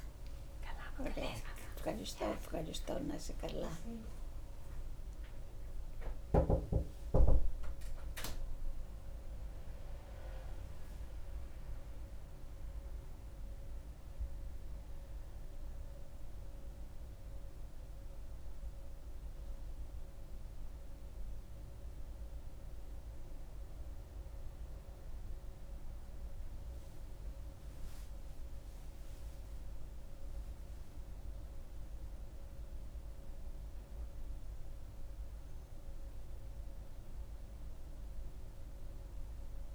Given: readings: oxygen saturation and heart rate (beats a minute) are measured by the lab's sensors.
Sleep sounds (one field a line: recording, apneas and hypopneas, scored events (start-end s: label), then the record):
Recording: a person awake in a sleep study, by a room microphone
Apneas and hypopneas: none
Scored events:
none scored
From the record:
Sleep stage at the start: awake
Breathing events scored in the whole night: 398 in 5.7 hours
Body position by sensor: on the right side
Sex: female